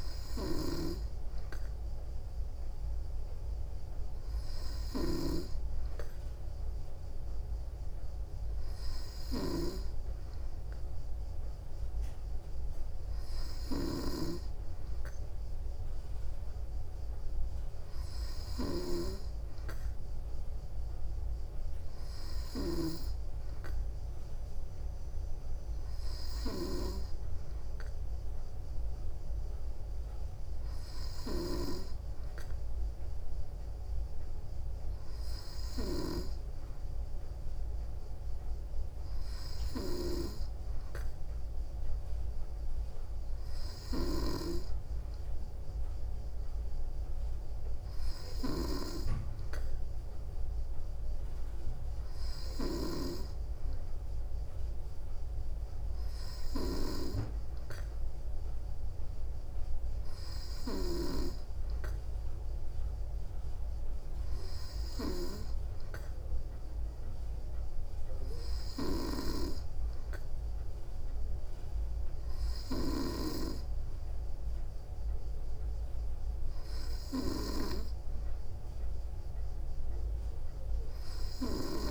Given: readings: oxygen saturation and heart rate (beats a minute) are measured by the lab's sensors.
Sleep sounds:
breathing in sleep by a room microphone; none
0.00-5.50 s: snoring (device-marked)
14.00-31.50 s: snoring (device-marked)
39.50-73.50 s: snoring (device-marked)
From the record:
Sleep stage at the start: N2 (light sleep); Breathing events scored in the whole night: 105 in 6.2 hours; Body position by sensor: on the back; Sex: female

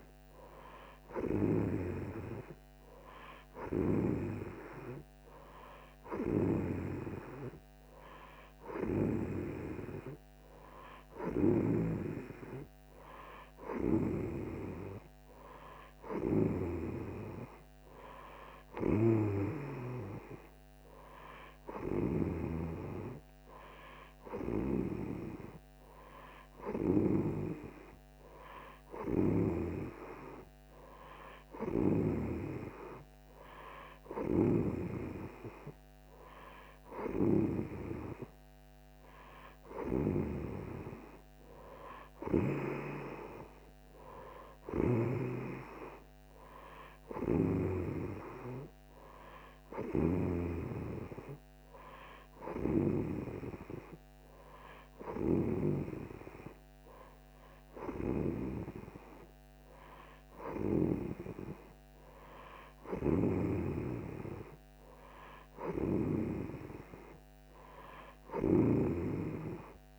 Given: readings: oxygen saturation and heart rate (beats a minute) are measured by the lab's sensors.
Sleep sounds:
breathing in sleep by a microphone on the trachea; none
44.50-50.00 s: snoring (device-marked)
68.00-69.99 s: snoring (device-marked)
From the record:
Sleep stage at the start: N2 (light sleep); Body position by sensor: on the right side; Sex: female

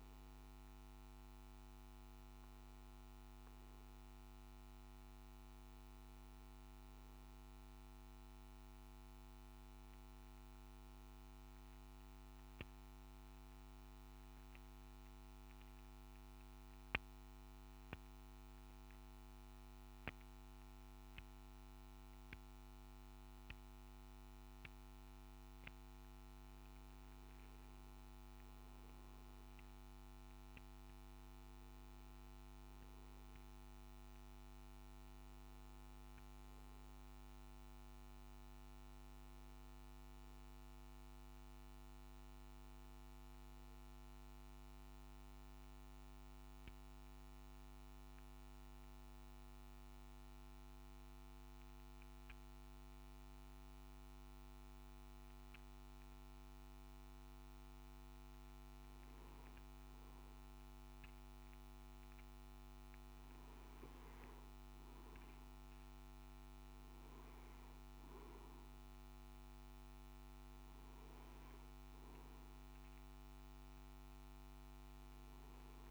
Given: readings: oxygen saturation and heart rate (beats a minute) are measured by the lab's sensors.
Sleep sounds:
breathing in sleep, hard to hear, by a microphone on the trachea; 2
0.00-17.50 s: oxygen desaturation (device-marked, oxygen 88% lowest, heart rate 54 extreme)
14.50-27.00 s: obstructive apnea (oxygen 96% before, 92% lowest, heart rate 65 before, 54 extreme, up 9 after)
45.00-58.50 s: hypopnea (oxygen 99% before, 92% lowest, heart rate 60 before, 52 extreme, up 2 after)
From the record:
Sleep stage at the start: N3 (deep sleep); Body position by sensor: on the back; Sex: male

